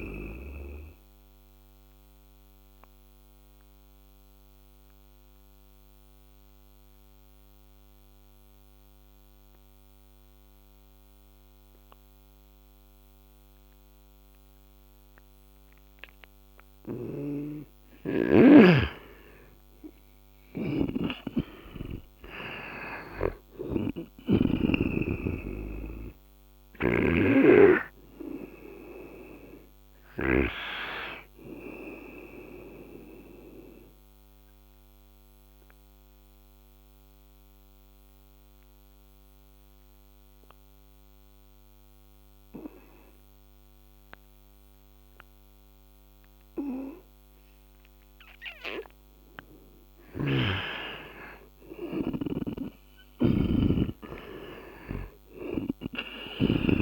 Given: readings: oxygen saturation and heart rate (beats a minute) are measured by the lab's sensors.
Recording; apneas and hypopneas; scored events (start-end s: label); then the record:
breathing in sleep by a microphone on the trachea; 2
1.00-16.00 s: obstructive apnea (oxygen 97% before, 90% lowest, heart rate 78 before, 70 extreme, up 10 after)
16.50-30.00 s: snoring (device-marked)
18.00-22.00 s: arousal
23.50-50.50 s: oxygen desaturation (device-marked, oxygen 97% before, 91% lowest, heart rate 74 before, 71 extreme)
32.50-47.50 s: obstructive apnea (oxygen 97% before, 87% lowest, heart rate 76 before, 71 extreme, up 5 after)
49.50-53.00 s: arousal
49.50-56.00 s: snoring (device-marked)
52.50-56.82 s: oxygen desaturation (device-marked, oxygen 98% before, 87% lowest, heart rate 73 before, 68 extreme)
From the record:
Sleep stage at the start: N2 (light sleep); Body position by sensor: on the right side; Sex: male